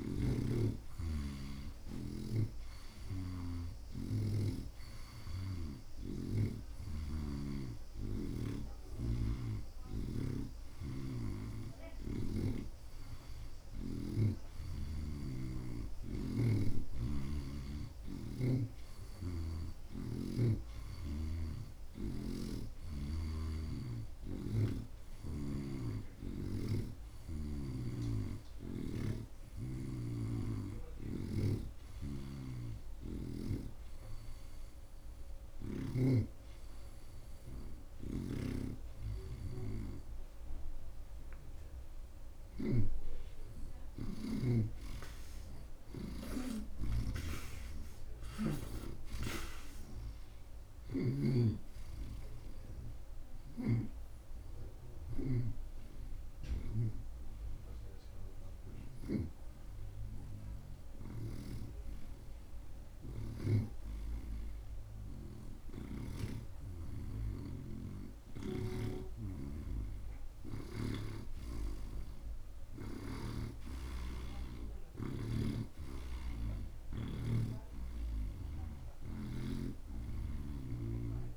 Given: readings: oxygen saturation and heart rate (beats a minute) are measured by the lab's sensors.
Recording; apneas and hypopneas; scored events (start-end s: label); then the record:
breathing in sleep by a room microphone; none
0.00-15.50 s: snoring (device-marked)
9.00-22.00 s: oxygen desaturation (device-marked, oxygen 83% before, 79% lowest)
22.50-26.00 s: snoring (device-marked)
28.00-31.50 s: snoring (device-marked)
28.00-32.00 s: oxygen desaturation (device-marked, oxygen 84% before, 81% lowest)
38.50-59.50 s: snoring (device-marked)
50.00-54.50 s: arousal
58.00-68.00 s: oxygen desaturation (device-marked, oxygen 82% before, 79% lowest)
61.50-66.50 s: snoring (device-marked)
68.50-73.50 s: snoring (device-marked)
75.50-79.50 s: snoring (device-marked)
77.00-81.36 s: oxygen desaturation (device-marked, oxygen 89% before, 84% lowest)
From the record:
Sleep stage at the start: N2 (light sleep); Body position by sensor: on the right side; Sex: male